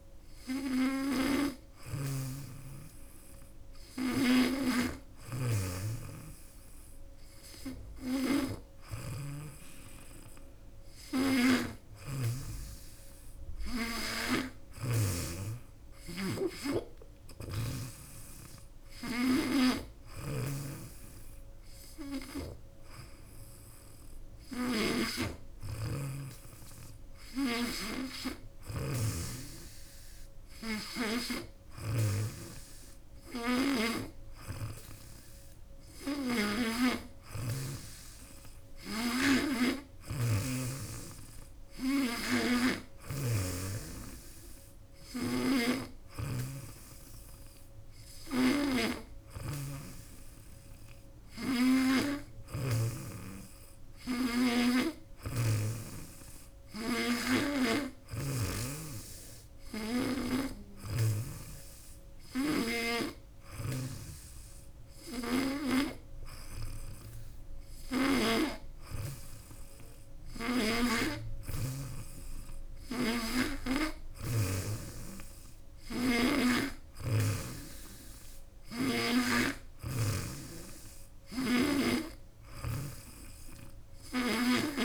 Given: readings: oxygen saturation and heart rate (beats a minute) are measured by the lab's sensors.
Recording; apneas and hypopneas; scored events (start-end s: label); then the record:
breathing in sleep by a room microphone; none
0.00-2.00 s: snoring (device-marked)
4.00-15.00 s: snoring (device-marked)
19.50-36.50 s: snoring (device-marked)
38.50-46.00 s: snoring (device-marked)
48.00-52.50 s: snoring (device-marked)
62.00-71.50 s: snoring (device-marked)
73.50-77.00 s: snoring (device-marked)
79.00-84.85 s: snoring (device-marked)
From the record:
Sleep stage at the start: N2 (light sleep); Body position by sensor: on the back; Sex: female